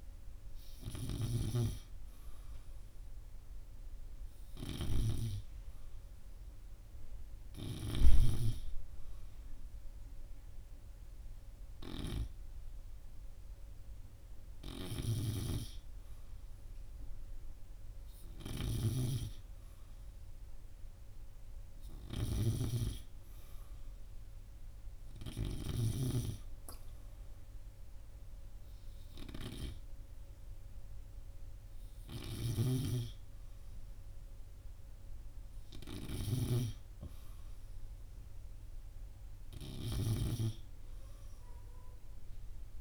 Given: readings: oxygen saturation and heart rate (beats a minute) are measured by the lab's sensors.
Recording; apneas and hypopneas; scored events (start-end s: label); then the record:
breathing in sleep by a room microphone; none
none scored
From the record:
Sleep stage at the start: N2 (light sleep); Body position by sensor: on the right side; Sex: male